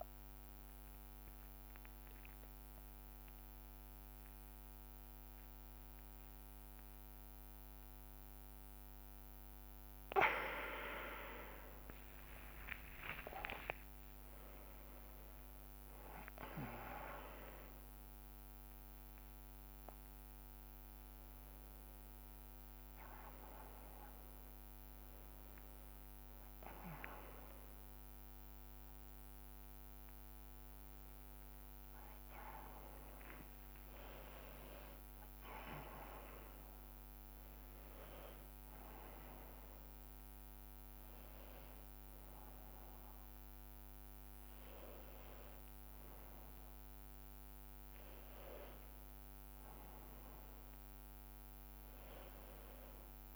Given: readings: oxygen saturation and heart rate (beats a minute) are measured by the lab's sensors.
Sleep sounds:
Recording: a person awake in a sleep study, by a microphone on the trachea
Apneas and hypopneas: none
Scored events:
0.00-19.00 s: bradycardia (device-marked)
28.00-53.36 s: new sleep stage, N1 (lightest sleep)
From the record:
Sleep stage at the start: awake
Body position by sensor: on the back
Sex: male

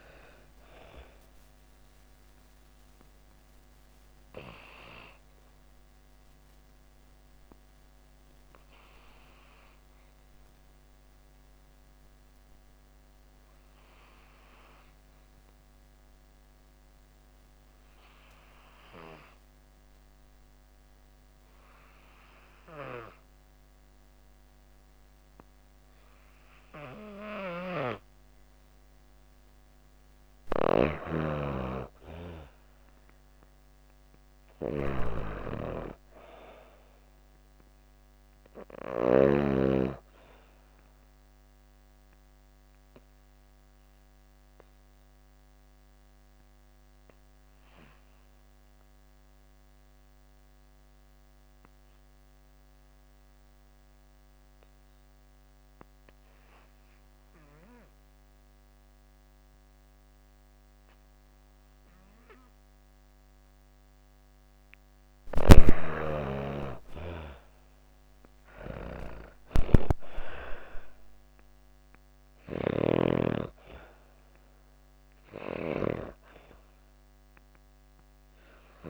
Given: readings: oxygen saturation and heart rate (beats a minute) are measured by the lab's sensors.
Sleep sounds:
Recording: breathing in sleep by a microphone on the trachea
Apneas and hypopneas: 2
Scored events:
0.00-12.50 s: oxygen desaturation (device-marked, oxygen 86% lowest)
4.00-28.00 s: obstructive apnea (oxygen 97% before, 84% lowest)
28.50-55.50 s: oxygen desaturation (device-marked, oxygen 98% before, 89% lowest)
29.50-38.50 s: snoring (device-marked)
30.50-35.00 s: arousal
43.00-63.00 s: obstructive apnea (oxygen 99% before, 84% lowest)
66.00-70.00 s: arousal
66.50-78.90 s: oxygen desaturation (device-marked, oxygen 97% before, 84% lowest)
From the record:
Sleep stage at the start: N2 (light sleep)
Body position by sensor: on the back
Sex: female

